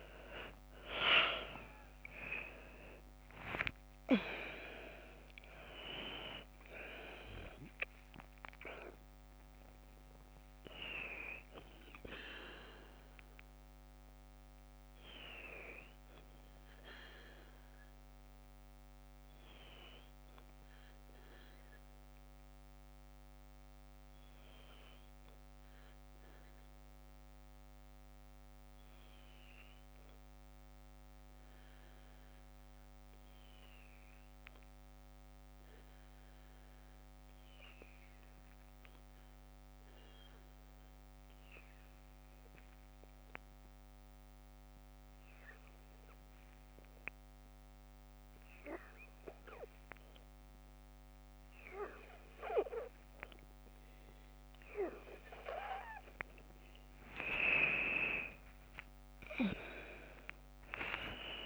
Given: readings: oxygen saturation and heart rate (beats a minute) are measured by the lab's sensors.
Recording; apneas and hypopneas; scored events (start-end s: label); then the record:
breathing in sleep by a microphone on the trachea; 1
0.00-2.00 s: arousal
0.00-28.00 s: oxygen desaturation (device-marked, oxygen 88% lowest, heart rate 45 extreme)
20.00-54.50 s: obstructive apnea (oxygen 98% before, 88% lowest, heart rate 56 before, 46 extreme, up 5 after)
49.00-61.46 s: oxygen desaturation (device-marked, oxygen 99% before, 92% lowest, heart rate 52 before, 48 extreme)
57.00-61.00 s: arousal
From the record:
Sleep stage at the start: N2 (light sleep); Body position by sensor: on the left side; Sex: female